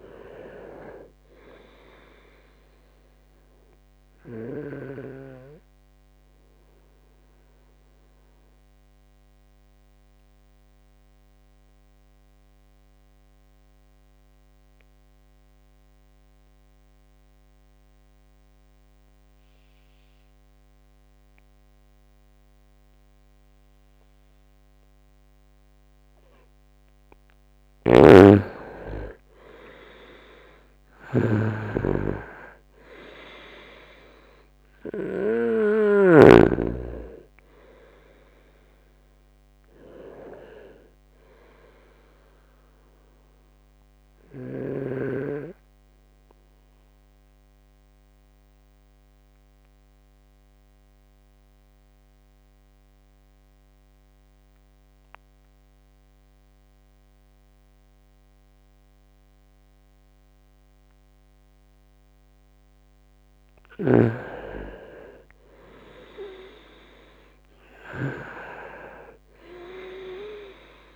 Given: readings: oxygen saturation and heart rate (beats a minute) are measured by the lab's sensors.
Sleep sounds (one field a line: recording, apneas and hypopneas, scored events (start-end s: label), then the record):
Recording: breathing in sleep by a microphone on the trachea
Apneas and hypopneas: 2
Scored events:
0.00-17.00 s: oxygen desaturation (device-marked, oxygen 88% lowest, heart rate 63 extreme)
6.00-26.50 s: obstructive apnea (oxygen 98% before, 87% lowest, heart rate 70 before, 63 extreme, up 6 after)
27.50-36.00 s: snoring (device-marked)
29.00-32.50 s: arousal
34.00-56.00 s: oxygen desaturation (device-marked, oxygen 97% before, 87% lowest, heart rate 68 before, 68 extreme)
45.00-63.50 s: obstructive apnea (oxygen 98% before, 87% lowest, heart rate 71 before, 65 extreme, up 2 after)
65.00-69.50 s: arousal
67.00-70.96 s: oxygen desaturation (device-marked, oxygen 98% before, 90% lowest, heart rate 70 before, 65 extreme)
From the record:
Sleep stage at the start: N2 (light sleep)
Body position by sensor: on the right side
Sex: male